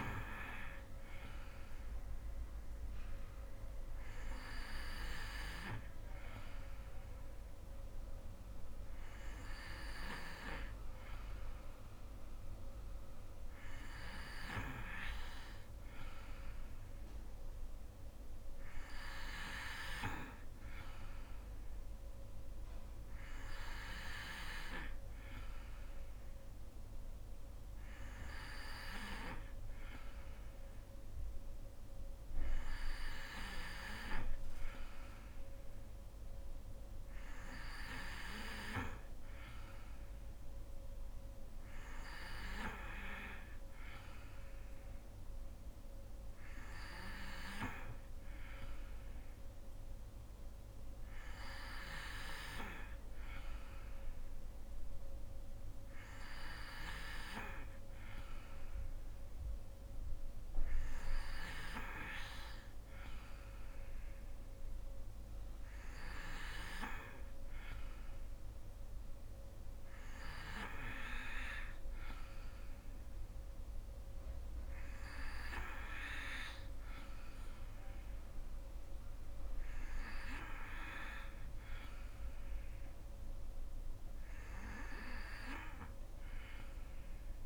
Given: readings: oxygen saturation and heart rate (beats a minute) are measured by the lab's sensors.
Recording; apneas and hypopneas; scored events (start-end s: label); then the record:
breathing in sleep by a room microphone; none
87.00-87.46 s: new sleep stage, awake
From the record:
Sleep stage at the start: N2 (light sleep); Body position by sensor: on the right side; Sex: female